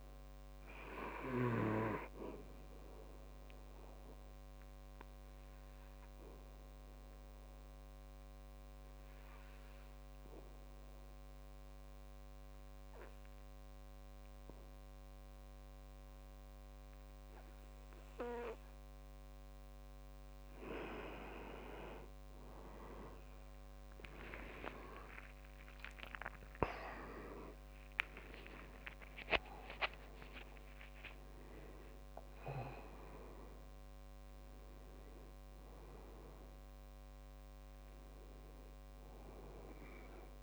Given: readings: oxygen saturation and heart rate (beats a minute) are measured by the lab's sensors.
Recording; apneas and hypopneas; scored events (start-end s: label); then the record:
breathing in sleep by a microphone on the trachea; 1
0.00-14.50 s: oxygen desaturation (device-marked, oxygen 92% lowest, heart rate 65 extreme)
4.00-20.00 s: obstructive apnea (oxygen 98% before, 91% lowest, heart rate 68 before, 66 extreme, up 7 after)
22.50-27.00 s: arousal
26.50-40.43 s: oxygen desaturation (device-marked, oxygen 98% before, 91% lowest, heart rate 68 before, 61 extreme)
From the record:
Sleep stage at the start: N2 (light sleep); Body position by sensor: on the back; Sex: male